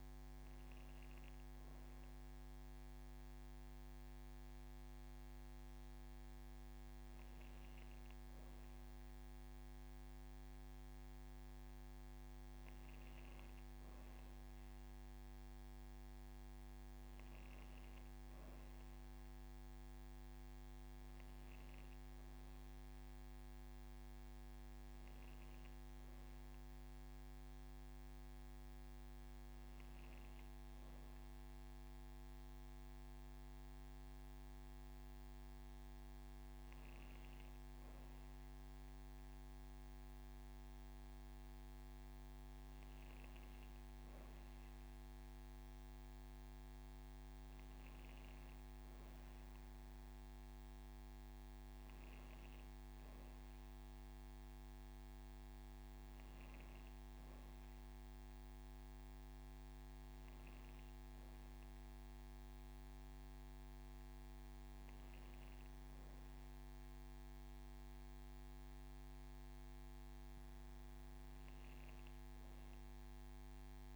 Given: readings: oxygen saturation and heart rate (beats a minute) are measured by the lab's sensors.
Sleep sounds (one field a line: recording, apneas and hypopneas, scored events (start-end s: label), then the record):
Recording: breathing in sleep, hard to hear, by a microphone on the trachea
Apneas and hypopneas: none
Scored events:
11.50-13.50 s: long interval between heartbeats (device-marked)
15.50-17.50 s: long interval between heartbeats (device-marked)
48.00-50.00 s: long interval between heartbeats (device-marked)
71.00-73.00 s: long interval between heartbeats (device-marked)
From the record:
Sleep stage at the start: N2 (light sleep)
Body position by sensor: on the back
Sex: female